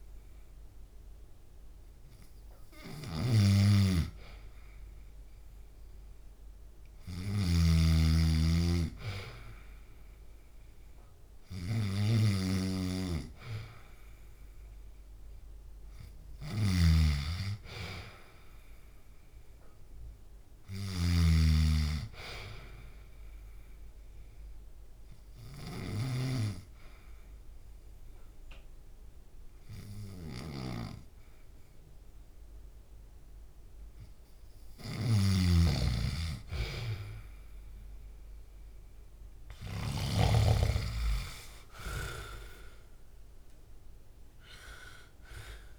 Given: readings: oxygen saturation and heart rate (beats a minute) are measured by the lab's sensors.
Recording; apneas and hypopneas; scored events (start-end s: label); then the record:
breathing in sleep by a room microphone; 1
0.00-13.50 s: oxygen desaturation (device-marked, oxygen 91% lowest, heart rate 66 extreme)
0.00-26.00 s: snoring (device-marked)
16.00-19.50 s: arousal
23.50-33.50 s: oxygen desaturation (device-marked, oxygen 96% before, 92% lowest, heart rate 69 before, 64 extreme)
23.50-34.50 s: obstructive apnea (oxygen 96% before, 92% lowest, heart rate 69 before, 63 extreme, up 1 after)
34.50-40.00 s: snoring (device-marked)
40.00-44.00 s: arousal
From the record:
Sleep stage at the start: N2 (light sleep); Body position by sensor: on the back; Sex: male